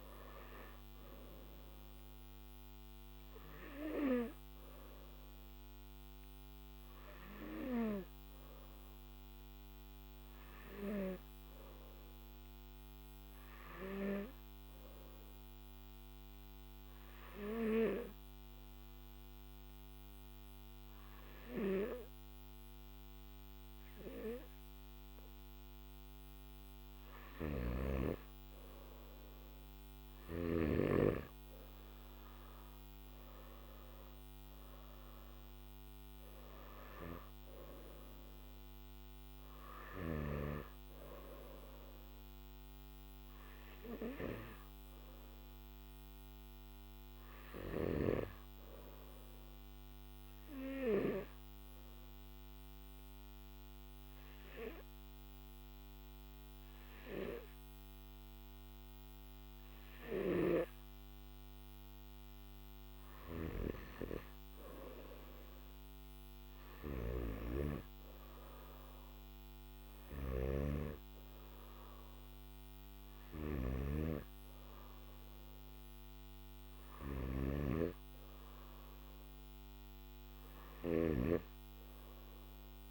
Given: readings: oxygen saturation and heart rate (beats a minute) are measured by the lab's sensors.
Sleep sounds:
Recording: breathing in sleep by a microphone on the trachea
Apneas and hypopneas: 2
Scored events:
0.00-16.00 s: oxygen desaturation (device-marked, oxygen 93% lowest, heart rate 51 extreme)
12.50-26.00 s: hypopnea (oxygen 98% before, 93% lowest, heart rate 56 before, 51 extreme, up 9 after)
27.00-30.50 s: snoring (device-marked)
34.00-51.00 s: oxygen desaturation (device-marked, oxygen 97% before, 93% lowest, heart rate 55 before, 51 extreme)
49.50-63.00 s: obstructive apnea (oxygen 98% before, 95% lowest, heart rate 57 before, 51 extreme, up 4 after)
63.00-82.91 s: new sleep stage, N2 (light sleep)
73.00-77.00 s: snoring (device-marked)
From the record:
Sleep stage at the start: N1 (lightest sleep)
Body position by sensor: on the back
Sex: male

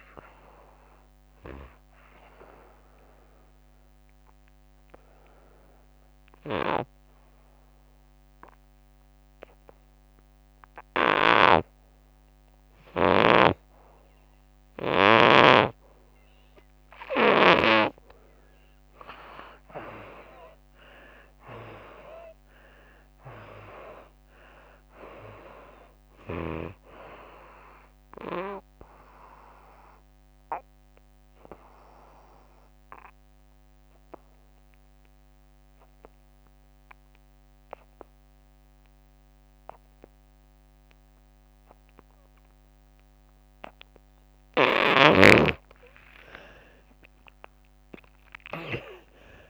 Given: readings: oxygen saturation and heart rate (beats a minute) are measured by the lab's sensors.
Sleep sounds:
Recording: breathing in sleep by a microphone on the trachea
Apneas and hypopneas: 2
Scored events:
0.00-16.00 s: oxygen desaturation (device-marked, oxygen 75% lowest, heart rate 74 extreme)
0.50-17.50 s: obstructive apnea (oxygen 98% before, 75% lowest, heart rate 88 before, 74 extreme, up 15 after)
11.00-15.00 s: snoring (device-marked)
19.50-23.00 s: arousal
25.00-35.00 s: oxygen desaturation (device-marked, oxygen 99% before, 84% lowest, heart rate 78 before, 75 extreme)
28.50-44.00 s: obstructive apnea (oxygen 99% before, 77% lowest, heart rate 80 before, 74 extreme, up 11 after)
46.00-49.50 s: arousal
46.00-49.50 s: oxygen desaturation (device-marked, oxygen 96% before, 77% lowest, heart rate 86 before, 73 extreme)
From the record:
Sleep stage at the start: N2 (light sleep)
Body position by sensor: on the right side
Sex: female

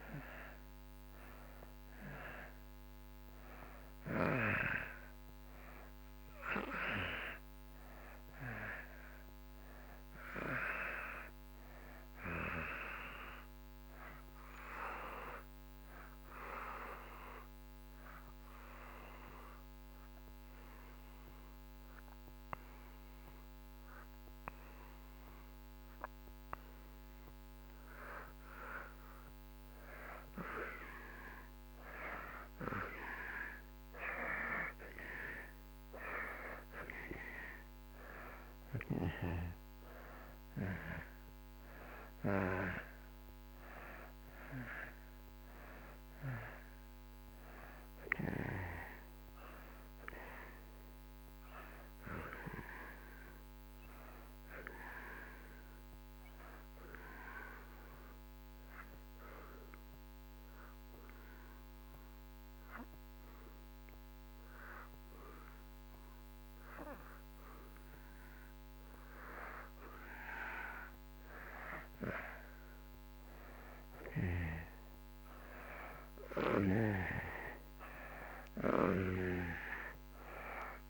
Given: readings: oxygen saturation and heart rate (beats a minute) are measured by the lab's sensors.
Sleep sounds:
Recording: breathing in sleep by a microphone on the trachea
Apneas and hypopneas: 2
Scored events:
0.00-24.50 s: oxygen desaturation (device-marked, oxygen 83% lowest)
18.00-28.00 s: obstructive apnea (oxygen 95% before, 86% lowest)
31.00-35.50 s: arousal
37.50-63.50 s: oxygen desaturation (device-marked, oxygen 94% before, 86% lowest)
57.00-69.50 s: obstructive apnea (oxygen 94% before, 84% lowest)
77.00-80.00 s: arousal
From the record:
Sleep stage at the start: N2 (light sleep)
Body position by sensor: on the back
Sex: male

